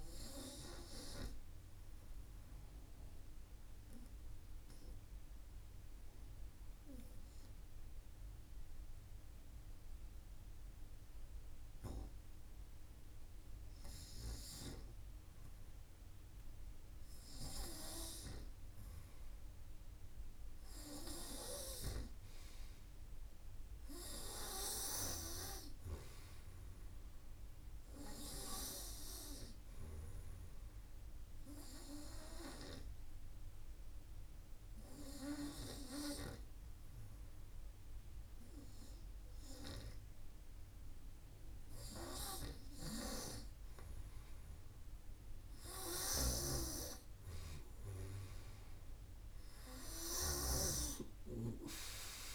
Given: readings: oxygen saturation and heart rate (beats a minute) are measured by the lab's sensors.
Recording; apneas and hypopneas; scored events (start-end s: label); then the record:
breathing in sleep by a room microphone; 2
1.50-15.00 s: mixed apnea (oxygen 94% before, 90% lowest, heart rate 54 before, 50 extreme)
17.00-20.50 s: arousal
23.00-44.00 s: oxygen desaturation (device-marked, oxygen 96% before, 90% lowest, heart rate 51 before, 52 extreme)
30.00-42.00 s: hypopnea (oxygen 96% before, 90% lowest, heart rate 51 before, 52 extreme, up 4 after)
45.00-49.50 s: snoring (device-marked)
46.00-50.00 s: arousal
From the record:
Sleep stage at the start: REM sleep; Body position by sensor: on the front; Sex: male